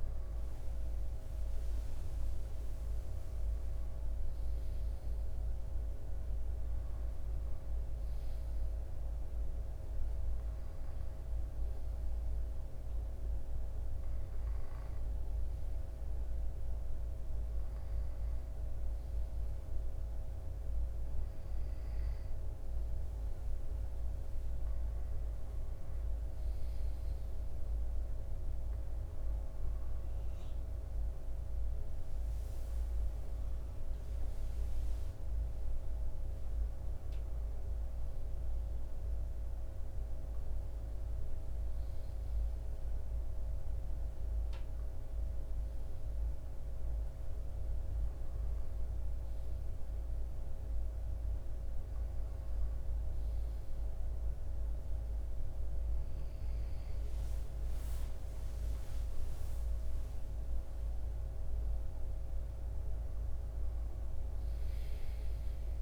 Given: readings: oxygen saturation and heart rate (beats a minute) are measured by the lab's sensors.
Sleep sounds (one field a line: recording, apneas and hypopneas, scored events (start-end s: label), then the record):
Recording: breathing in sleep, hard to hear, by a room microphone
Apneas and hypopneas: none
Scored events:
28.50-34.50 s: arousal
58.00-62.50 s: arousal
From the record:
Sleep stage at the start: N2 (light sleep)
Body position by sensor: on the left side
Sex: male